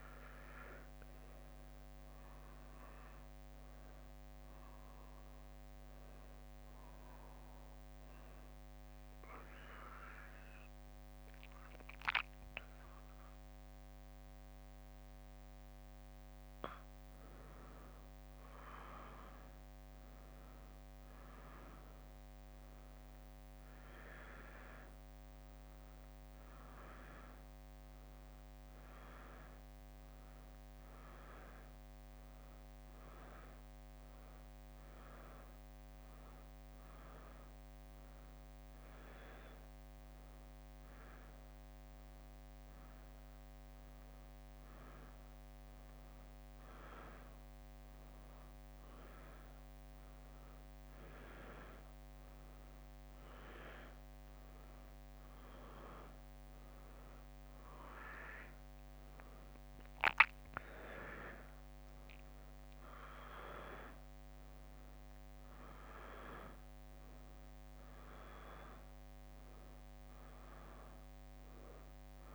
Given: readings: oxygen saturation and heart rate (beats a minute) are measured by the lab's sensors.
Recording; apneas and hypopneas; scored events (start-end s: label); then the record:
a person awake in a sleep study, by a microphone on the trachea; 1
14.50-24.50 s: drop in pulse transit time (device-marked, heart rate 71 before, 65 extreme)
37.50-49.00 s: hypopnea (oxygen 98% before, 93% lowest, heart rate 66 before, 60 extreme, up 9 after)
49.50-72.35 s: oxygen desaturation (device-marked, oxygen 96% before, 93% lowest, heart rate 64 before, 63 extreme)
From the record:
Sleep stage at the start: awake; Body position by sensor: on the back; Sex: female